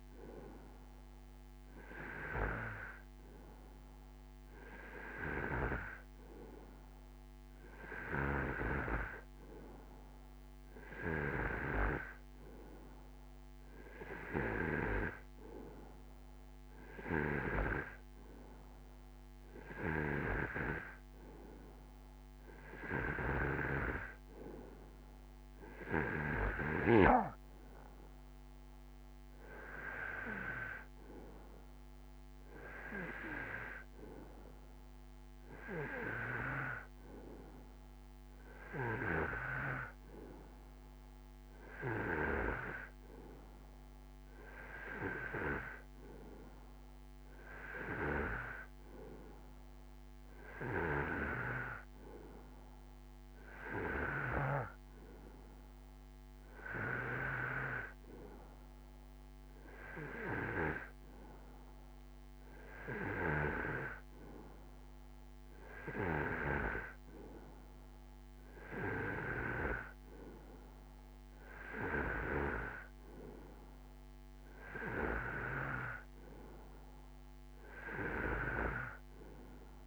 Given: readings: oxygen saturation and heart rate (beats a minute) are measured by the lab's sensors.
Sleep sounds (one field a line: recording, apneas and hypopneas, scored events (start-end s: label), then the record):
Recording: breathing in sleep by a microphone on the trachea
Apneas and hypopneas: none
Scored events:
none scored
From the record:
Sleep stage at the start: N2 (light sleep)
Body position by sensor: on the right side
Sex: male